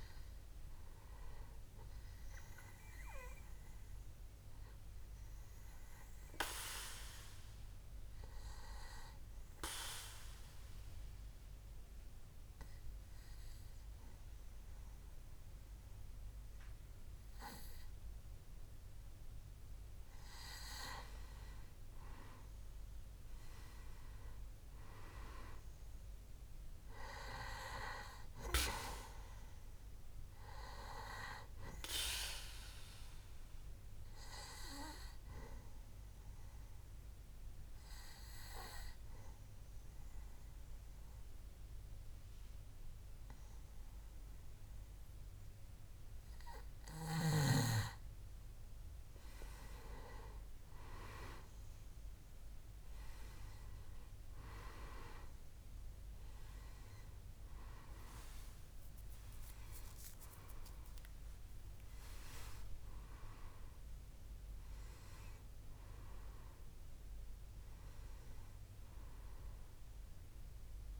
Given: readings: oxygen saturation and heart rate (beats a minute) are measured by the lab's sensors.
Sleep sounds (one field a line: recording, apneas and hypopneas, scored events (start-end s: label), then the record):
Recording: breathing in sleep by a room microphone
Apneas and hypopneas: 2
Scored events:
0.00-10.00 s: oxygen desaturation (device-marked, oxygen 91% lowest, heart rate 60 extreme)
4.00-20.00 s: obstructive apnea (oxygen 98% before, 93% lowest, heart rate 70 before, 60 extreme, up 9 after)
22.50-25.50 s: arousal
29.00-45.00 s: oxygen desaturation (device-marked, oxygen 98% before, 94% lowest, heart rate 64 before, 65 extreme)
35.00-48.00 s: obstructive apnea (oxygen 98% before, 91% lowest, heart rate 65 before, 65 extreme, up 5 after)
49.50-53.00 s: arousal
58.00-71.00 s: oxygen desaturation (device-marked, oxygen 97% before, 93% lowest, heart rate 67 before, 64 extreme)
From the record:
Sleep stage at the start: N2 (light sleep)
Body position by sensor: on the back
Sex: male